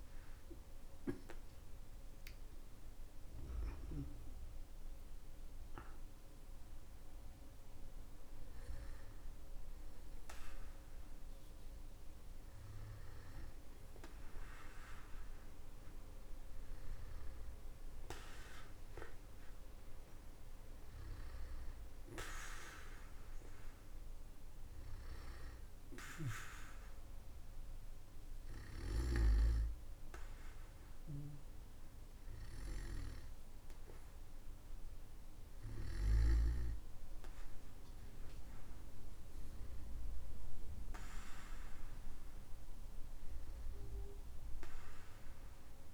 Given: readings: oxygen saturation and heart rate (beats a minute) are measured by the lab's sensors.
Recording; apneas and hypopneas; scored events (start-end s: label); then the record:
breathing in sleep by a room microphone; none
none scored
From the record:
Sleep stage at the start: N1 (lightest sleep); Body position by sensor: on the back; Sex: male